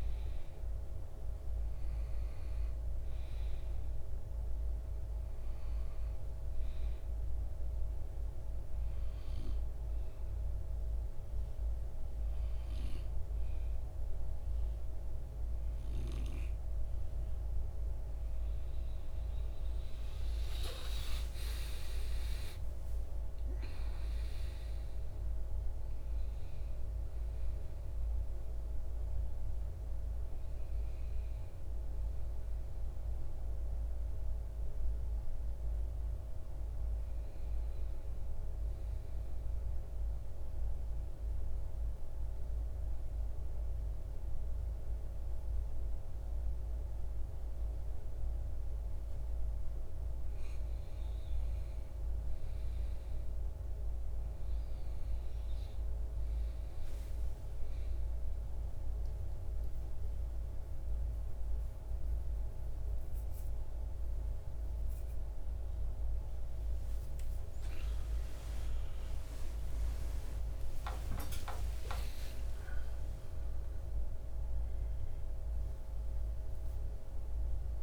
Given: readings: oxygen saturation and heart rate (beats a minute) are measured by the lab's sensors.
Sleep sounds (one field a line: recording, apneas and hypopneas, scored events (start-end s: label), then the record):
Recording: breathing in sleep, hard to hear, by a room microphone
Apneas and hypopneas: 2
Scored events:
0.00-1.50 s: arousal
3.00-17.00 s: oxygen desaturation (device-marked, oxygen 94% before, 90% lowest, heart rate 60 before, 56 extreme)
7.00-18.00 s: hypopnea (oxygen 94% before, 89% lowest, heart rate 61 before, 56 extreme, up 9 after)
19.50-25.00 s: arousal
28.00-46.00 s: oxygen desaturation (device-marked, oxygen 93% before, 89% lowest, heart rate 64 before, 53 extreme)
40.00-50.00 s: central apnea (oxygen 93% before, 90% lowest, heart rate 64 before, 53 extreme, up 6 after)
62.00-72.00 s: oxygen desaturation (device-marked, oxygen 97% before, 92% lowest, heart rate 56 before, 56 extreme)
65.50-71.00 s: arousal
From the record:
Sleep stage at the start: N2 (light sleep)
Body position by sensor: on the back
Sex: male